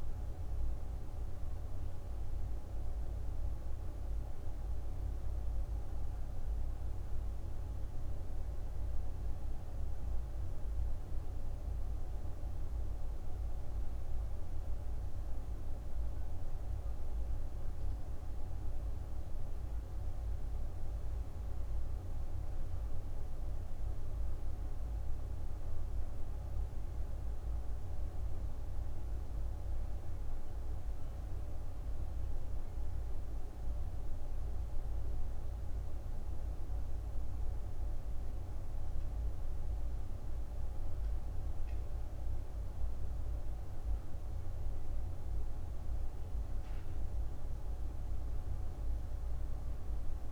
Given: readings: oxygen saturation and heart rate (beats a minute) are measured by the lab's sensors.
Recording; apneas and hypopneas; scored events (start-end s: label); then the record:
breathing in sleep, hard to hear, by a room microphone; none
none scored
From the record:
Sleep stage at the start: N1 (lightest sleep); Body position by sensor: on the right side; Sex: female